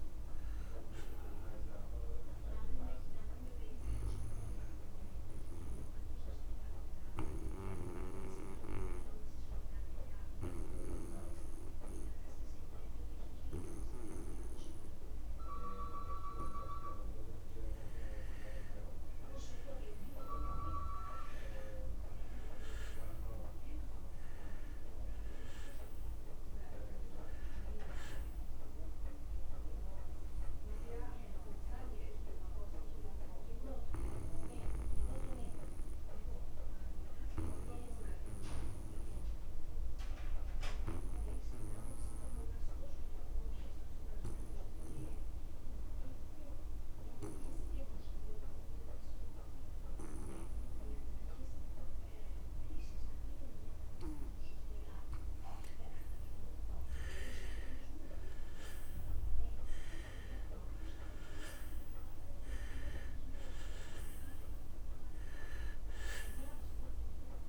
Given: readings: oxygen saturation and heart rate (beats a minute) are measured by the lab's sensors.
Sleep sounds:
breathing in sleep by a room microphone; 2
0.00-19.00 s: oxygen desaturation (device-marked, oxygen 76% lowest)
3.50-18.50 s: obstructive apnea (oxygen 97% before, 76% lowest)
21.00-24.50 s: arousal
32.50-54.50 s: obstructive apnea (oxygen 99% before, 84% lowest)
56.00-67.49 s: oxygen desaturation (device-marked, oxygen 98% before, 84% lowest)
57.00-60.00 s: arousal
From the record:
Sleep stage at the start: N2 (light sleep); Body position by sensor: on the back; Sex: male

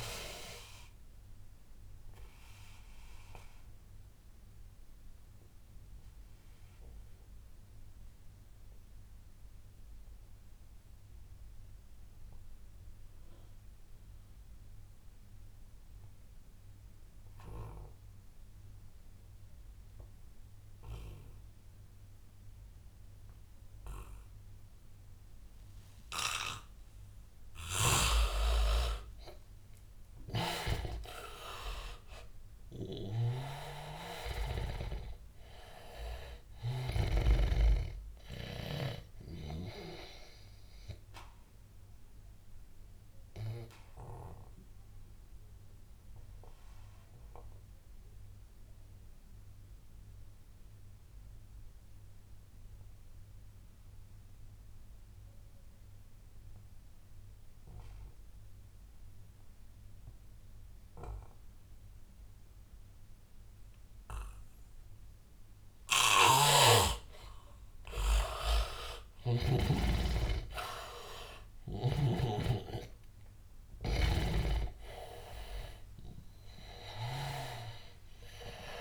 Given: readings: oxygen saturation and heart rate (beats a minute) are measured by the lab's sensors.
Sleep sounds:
breathing in sleep by a room microphone; 2
0.00-10.50 s: oxygen desaturation (device-marked, oxygen 81% lowest, heart rate 77 extreme)
1.50-28.00 s: obstructive apnea (oxygen 99% before, 80% lowest, heart rate 89 before, 77 extreme, up 18 after)
20.50-52.50 s: oxygen desaturation (device-marked, oxygen 100% before, 80% lowest, heart rate 88 before, 77 extreme)
30.50-34.50 s: arousal
42.00-66.50 s: obstructive apnea (oxygen 100% before, 80% lowest, heart rate 87 before, 77 extreme, up 15 after)
65.50-78.81 s: oxygen desaturation (device-marked, oxygen 100% before, 80% lowest, heart rate 82 before, 81 extreme)
66.00-70.00 s: snoring (device-marked)
69.00-73.50 s: arousal
From the record:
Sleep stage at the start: N2 (light sleep); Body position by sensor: on the back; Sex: male

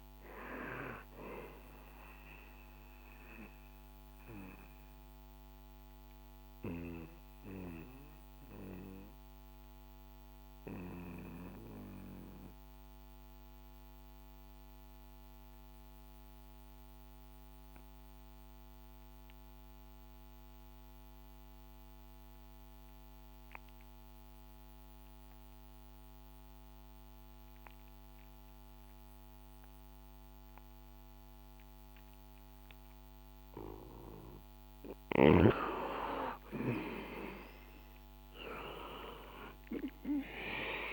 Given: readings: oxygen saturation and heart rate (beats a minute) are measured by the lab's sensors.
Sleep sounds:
breathing in sleep by a microphone on the trachea; 1
0.00-18.50 s: oxygen desaturation (device-marked, oxygen 89% lowest, heart rate 57 extreme)
2.50-35.50 s: mixed apnea (oxygen 97% before, 89% lowest, heart rate 69 before, 57 extreme, up 5 after)
37.00-40.50 s: arousal
37.50-40.92 s: oxygen desaturation (device-marked, oxygen 97% before, 91% lowest, heart rate 63 before, 59 extreme)
From the record:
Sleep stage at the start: N2 (light sleep); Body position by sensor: on the back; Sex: male

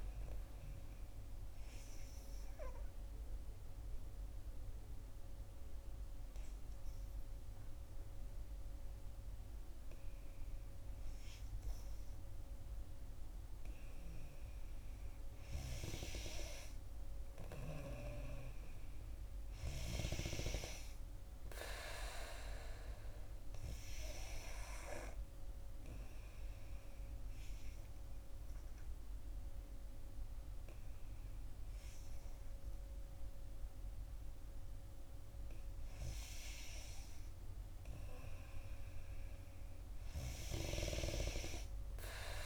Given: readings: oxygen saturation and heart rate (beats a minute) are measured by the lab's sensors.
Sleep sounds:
breathing in sleep by a room microphone; 2
0.00-13.50 s: oxygen desaturation (device-marked, oxygen 91% lowest, heart rate 55 extreme)
0.50-14.00 s: obstructive apnea (oxygen 95% before, 91% lowest, heart rate 60 before, 55 extreme, up 8 after)
16.00-19.00 s: arousal
23.00-35.50 s: obstructive apnea (oxygen 94% before, 91% lowest, heart rate 59 before, 58 extreme, up 1 after)
23.50-40.50 s: oxygen desaturation (device-marked, oxygen 94% before, 91% lowest, heart rate 59 before, 57 extreme)
From the record:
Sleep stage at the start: N2 (light sleep); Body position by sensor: on the back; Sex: female

